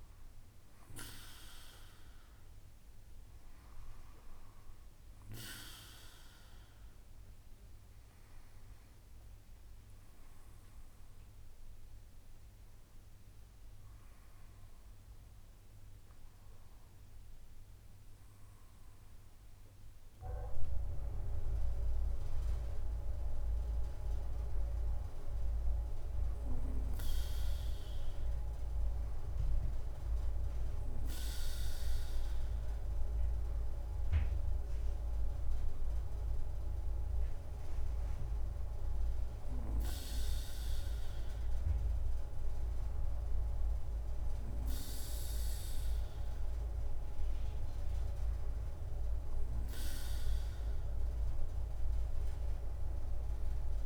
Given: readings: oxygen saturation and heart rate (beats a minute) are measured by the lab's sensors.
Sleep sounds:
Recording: breathing in sleep by a room microphone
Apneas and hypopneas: 1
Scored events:
0.00-3.50 s: arousal
7.50-22.00 s: obstructive apnea (oxygen 99% before, 97% lowest, heart rate 75 before, 51 extreme, up 6 after)
23.00-35.00 s: drop in pulse transit time (device-marked, heart rate 57 before, 51 extreme)
23.50-28.00 s: arousal
From the record:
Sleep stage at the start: N2 (light sleep)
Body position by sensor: on the back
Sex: female

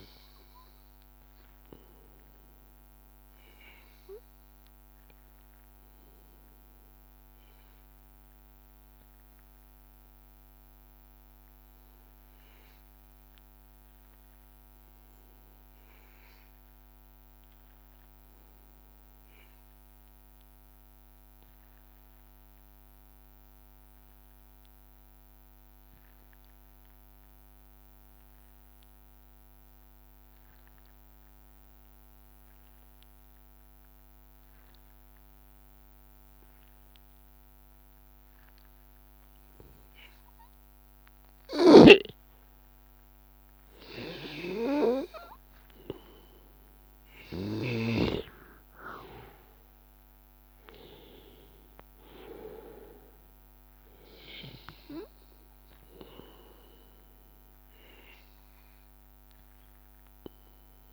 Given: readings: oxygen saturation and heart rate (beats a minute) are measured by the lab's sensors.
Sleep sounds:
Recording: breathing in sleep by a microphone on the trachea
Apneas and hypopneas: 1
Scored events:
0.00-19.00 s: oxygen desaturation (device-marked, oxygen 92% lowest, heart rate 82 extreme)
8.00-39.50 s: obstructive apnea (oxygen 97% before, 91% lowest, heart rate 85 before, 82 extreme, up 2 after)
38.00-60.93 s: oxygen desaturation (device-marked, oxygen 98% before, 91% lowest, heart rate 83 before, 82 extreme)
43.50-48.00 s: arousal
52.50-54.50 s: long interval between heartbeats (device-marked, heart rate 84 before, 87 extreme)
57.50-59.50 s: long interval between heartbeats (device-marked, heart rate 85 before, 87 extreme)
From the record:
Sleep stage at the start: N2 (light sleep)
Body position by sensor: on the back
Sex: male

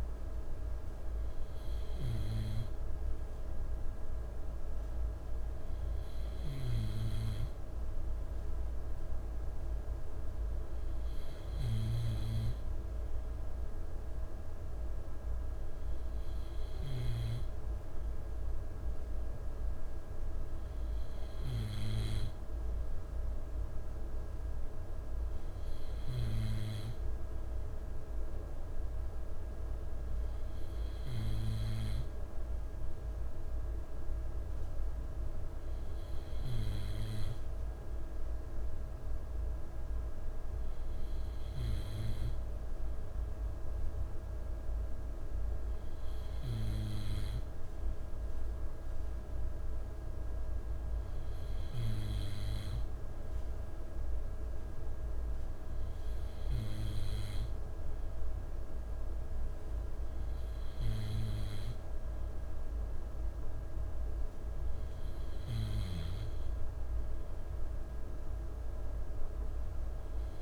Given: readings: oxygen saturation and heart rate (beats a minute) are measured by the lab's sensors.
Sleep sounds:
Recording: breathing in sleep by a room microphone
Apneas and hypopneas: none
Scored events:
none scored
From the record:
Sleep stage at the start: N2 (light sleep)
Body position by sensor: on the left side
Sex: male

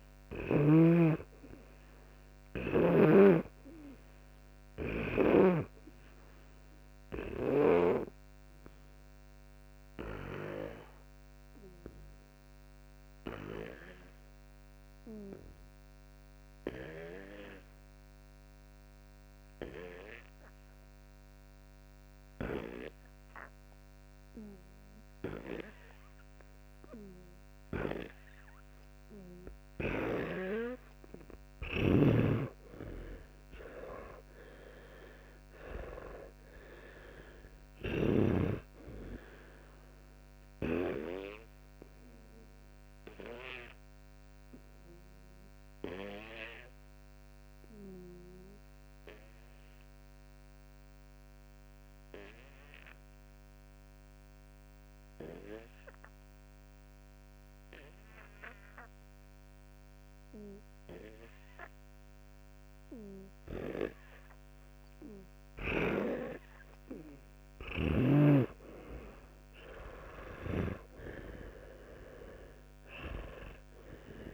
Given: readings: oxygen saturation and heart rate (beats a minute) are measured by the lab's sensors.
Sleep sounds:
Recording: breathing in sleep by a microphone on the trachea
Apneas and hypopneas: 2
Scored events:
0.00-26.00 s: oxygen desaturation (device-marked, oxygen 90% lowest)
1.00-5.50 s: snoring (device-marked)
7.00-31.00 s: obstructive apnea (oxygen 99% before, 87% lowest)
32.00-36.00 s: arousal
33.00-54.00 s: oxygen desaturation (device-marked, oxygen 100% before, 87% lowest)
41.50-66.00 s: obstructive apnea (oxygen 100% before, 87% lowest)
69.00-72.50 s: arousal
From the record:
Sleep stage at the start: N2 (light sleep)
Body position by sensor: on the back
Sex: male

